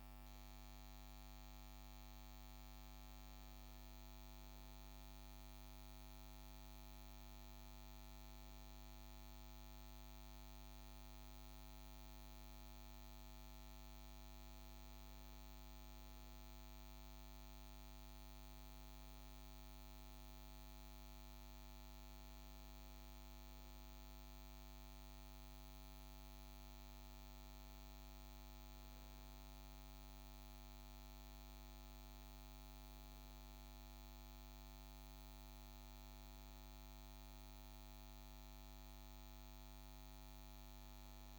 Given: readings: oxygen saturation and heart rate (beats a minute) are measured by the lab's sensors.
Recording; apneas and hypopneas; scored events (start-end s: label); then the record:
breathing in sleep, hard to hear, by a microphone on the trachea; none
37.50-41.38 s: new sleep stage, N1 (lightest sleep)
From the record:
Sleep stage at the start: N2 (light sleep); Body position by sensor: on the right side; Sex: male